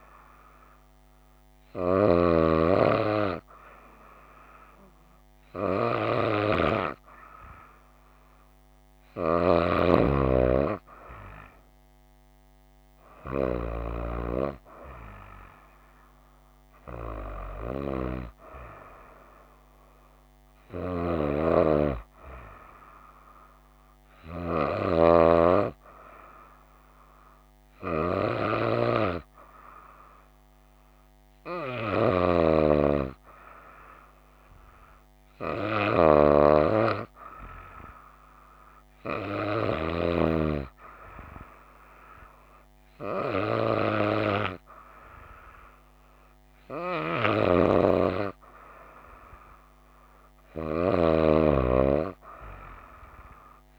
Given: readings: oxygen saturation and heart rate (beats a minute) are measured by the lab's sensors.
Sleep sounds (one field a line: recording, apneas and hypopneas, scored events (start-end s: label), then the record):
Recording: breathing in sleep by a microphone on the trachea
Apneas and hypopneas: none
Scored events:
none scored
From the record:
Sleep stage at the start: N2 (light sleep)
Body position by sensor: on the right side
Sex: female